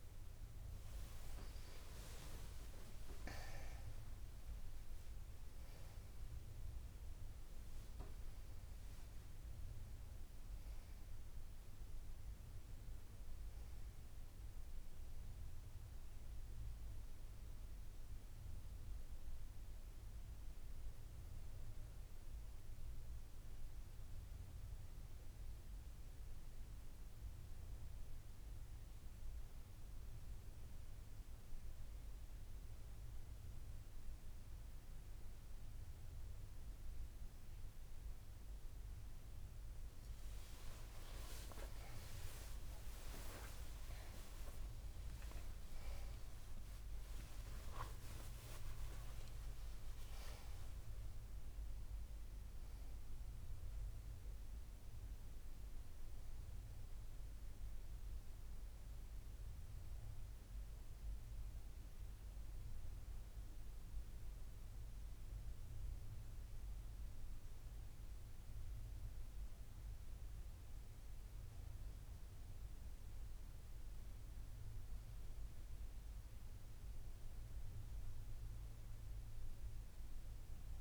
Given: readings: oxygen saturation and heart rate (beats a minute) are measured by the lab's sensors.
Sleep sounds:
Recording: breathing in sleep by a room microphone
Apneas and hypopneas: none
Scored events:
0.00-4.00 s: arousal
42.00-46.50 s: arousal
From the record:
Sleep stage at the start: N1 (lightest sleep)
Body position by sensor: on the right side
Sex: female

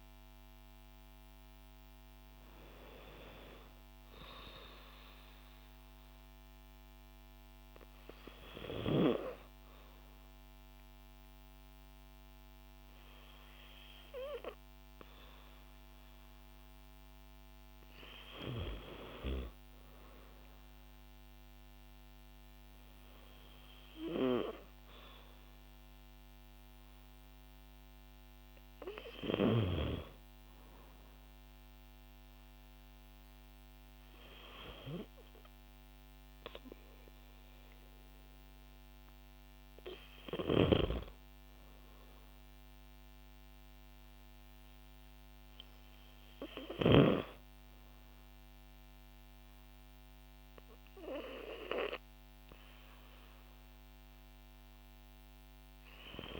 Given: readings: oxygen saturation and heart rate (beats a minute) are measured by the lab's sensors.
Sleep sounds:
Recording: breathing in sleep by a microphone on the trachea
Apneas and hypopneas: none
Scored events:
none scored
From the record:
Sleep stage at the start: N2 (light sleep)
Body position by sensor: on the back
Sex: female

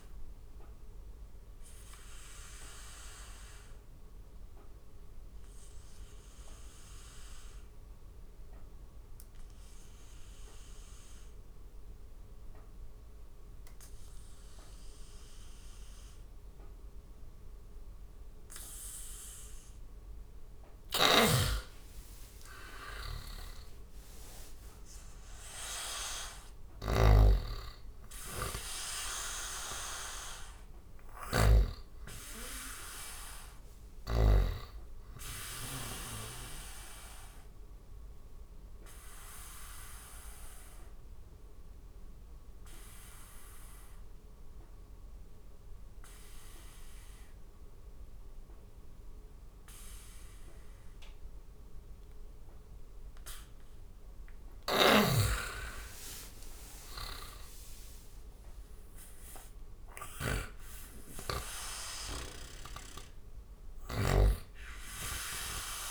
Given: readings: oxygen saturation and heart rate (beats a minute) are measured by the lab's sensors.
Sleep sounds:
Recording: breathing in sleep by a room microphone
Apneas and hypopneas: 2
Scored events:
0.00-18.00 s: oxygen desaturation (device-marked, oxygen 87% lowest, heart rate 72 extreme)
0.50-18.00 s: obstructive apnea (oxygen 99% before, 84% lowest, heart rate 80 before, 72 extreme, up 25 after)
20.00-34.00 s: snoring (device-marked)
20.50-24.00 s: arousal
23.00-25.00 s: long interval between heartbeats (device-marked, heart rate 75 before, 95 extreme)
31.00-52.00 s: oxygen desaturation (device-marked, oxygen 96% before, 88% lowest, heart rate 83 before, 69 extreme)
37.50-52.50 s: obstructive apnea (oxygen 98% before, 84% lowest, heart rate 85 before, 69 extreme, up 12 after)
54.00-63.50 s: snoring (device-marked)
54.50-58.00 s: arousal
63.00-65.91 s: oxygen desaturation (device-marked, oxygen 98% before, 84% lowest, heart rate 73 before, 71 extreme)
From the record:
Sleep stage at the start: N2 (light sleep)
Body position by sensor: on the back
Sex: male

